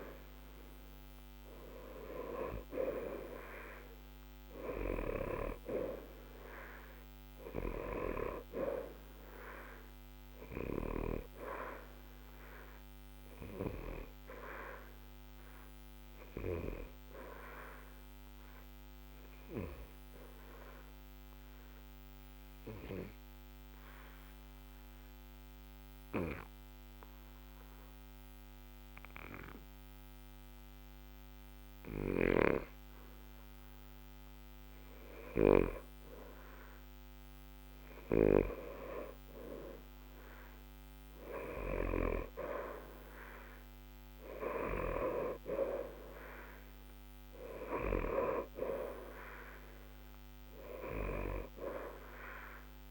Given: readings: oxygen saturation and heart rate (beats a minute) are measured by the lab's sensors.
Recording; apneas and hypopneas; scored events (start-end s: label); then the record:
breathing in sleep by a microphone on the trachea; 1
1.00-29.00 s: oxygen desaturation (device-marked, oxygen 94% before, 87% lowest, heart rate 60 before, 60 extreme)
11.00-35.50 s: mixed apnea (oxygen 94% before, 87% lowest, heart rate 61 before, 60 extreme, up 2 after)
37.50-42.00 s: arousal
48.00-52.91 s: oxygen desaturation (device-marked, oxygen 94% before, 88% lowest, heart rate 61 before, 60 extreme)
From the record:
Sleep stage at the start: N2 (light sleep); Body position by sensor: on the back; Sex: male